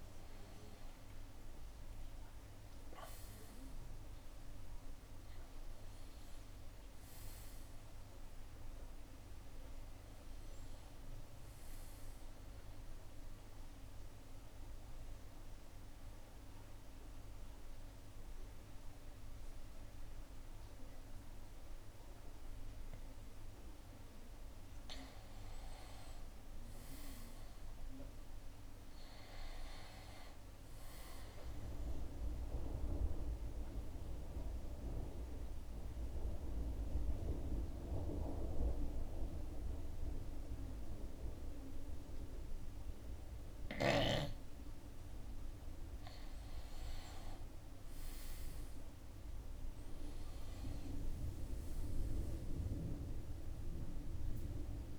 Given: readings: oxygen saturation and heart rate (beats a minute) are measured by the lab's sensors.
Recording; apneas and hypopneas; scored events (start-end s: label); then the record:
breathing in sleep by a room microphone; 2
0.00-7.50 s: oxygen desaturation (device-marked, oxygen 91% lowest, heart rate 69 extreme)
1.50-7.00 s: arousal
13.50-24.50 s: obstructive apnea (oxygen 96% before, 90% lowest, heart rate 78 before, 69 extreme, up 7 after)
27.50-31.00 s: arousal
32.50-44.00 s: obstructive apnea (oxygen 96% before, 90% lowest, heart rate 73 before, 69 extreme, up 6 after)
32.50-44.50 s: oxygen desaturation (device-marked, oxygen 96% before, 91% lowest, heart rate 73 before, 69 extreme)
46.00-50.00 s: arousal
50.50-54.98 s: drop in pulse transit time (device-marked, heart rate 72 before, 73 extreme)
50.50-54.98 s: oxygen desaturation (device-marked, oxygen 96% before, 90% lowest, heart rate 72 before, 66 extreme)
From the record:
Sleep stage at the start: N2 (light sleep); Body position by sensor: on the right side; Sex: male